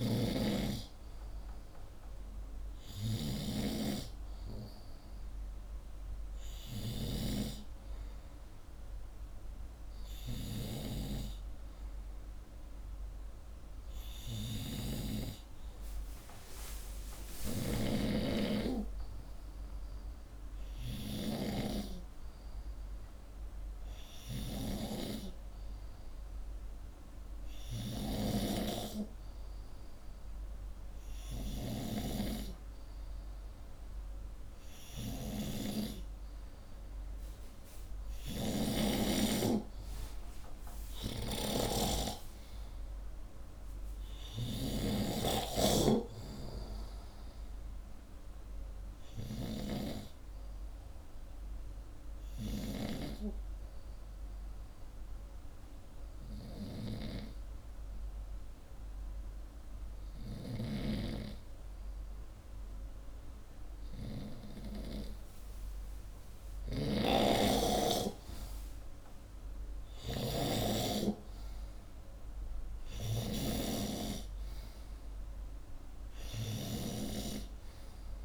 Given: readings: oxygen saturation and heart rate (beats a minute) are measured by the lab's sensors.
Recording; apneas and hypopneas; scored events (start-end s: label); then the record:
breathing in sleep by a room microphone; 1
0.00-7.00 s: snoring (device-marked)
17.00-21.50 s: snoring (device-marked)
38.00-44.50 s: snoring (device-marked)
38.50-42.50 s: arousal
41.00-55.00 s: oxygen desaturation (device-marked, oxygen 96% before, 93% lowest, heart rate 66 before, 63 extreme)
52.00-65.50 s: hypopnea (oxygen 97% before, 93% lowest, heart rate 68 before, 63 extreme, up 7 after)
66.50-70.50 s: arousal
66.50-76.50 s: snoring (device-marked)
From the record:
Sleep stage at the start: N2 (light sleep); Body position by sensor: upright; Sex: male